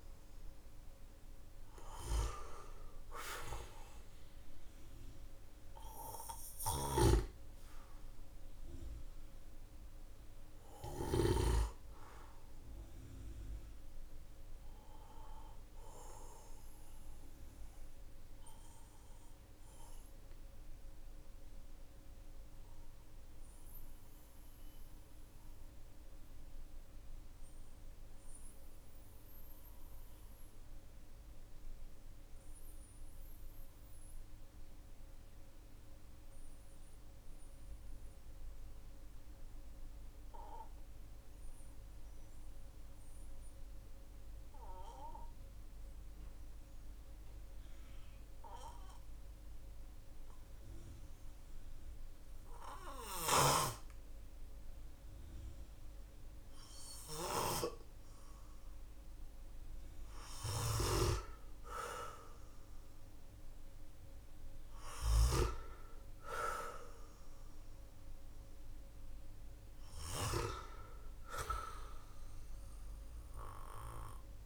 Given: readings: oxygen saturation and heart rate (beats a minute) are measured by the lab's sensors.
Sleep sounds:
breathing in sleep by a room microphone; 1
5.50-37.50 s: oxygen desaturation (device-marked, oxygen 96% before, 90% lowest, heart rate 52 before, 45 extreme)
6.00-10.50 s: snoring (device-marked)
14.00-57.00 s: obstructive apnea (oxygen 97% before, 90% lowest, heart rate 50 before, 45 extreme, up 7 after)
58.50-62.50 s: arousal
60.00-65.00 s: snoring (device-marked)
71.50-74.46 s: oxygen desaturation (device-marked, oxygen 98% before, 93% lowest, heart rate 52 before, 43 extreme)
From the record:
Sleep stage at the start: N2 (light sleep); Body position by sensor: on the back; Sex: male

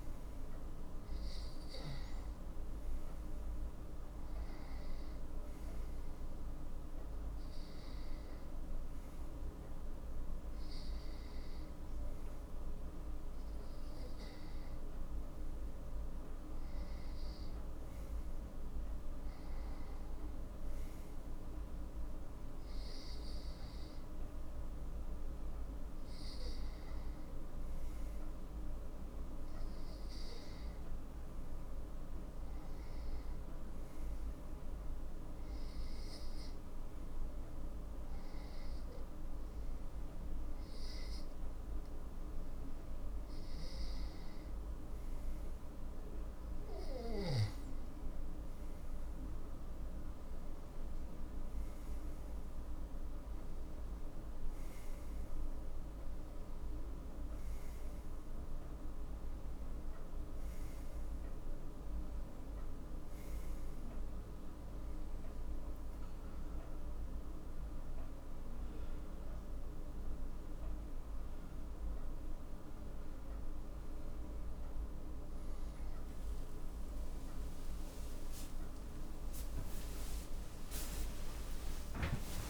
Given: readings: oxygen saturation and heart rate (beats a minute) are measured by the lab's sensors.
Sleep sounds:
breathing in sleep, hard to hear, by a room microphone; 1
64.00-82.49 s: new sleep stage, N1 (lightest sleep)
64.50-75.00 s: hypopnea (oxygen 93% before, 91% lowest, heart rate 61 before, 59 extreme, up 21 after)
From the record:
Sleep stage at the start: N2 (light sleep); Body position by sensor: on the right side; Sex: male

